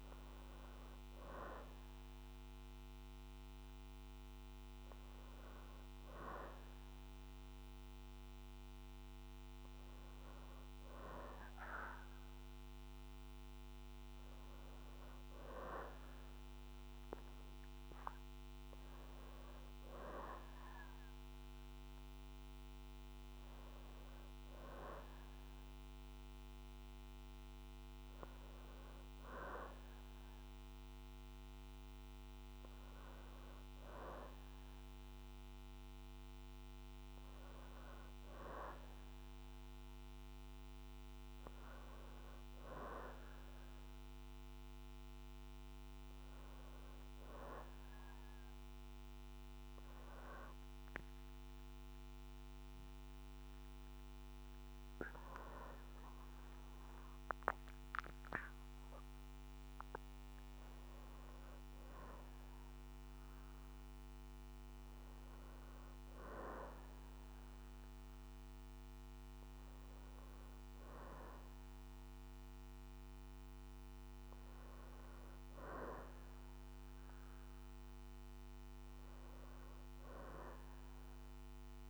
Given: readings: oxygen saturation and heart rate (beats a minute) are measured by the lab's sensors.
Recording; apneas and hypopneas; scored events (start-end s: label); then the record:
breathing in sleep by a microphone on the trachea; none
68.00-81.90 s: oxygen desaturation (device-marked, oxygen 96% before, 92% lowest, heart rate 63 before, 61 extreme)
From the record:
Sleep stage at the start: N1 (lightest sleep); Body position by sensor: on the back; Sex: female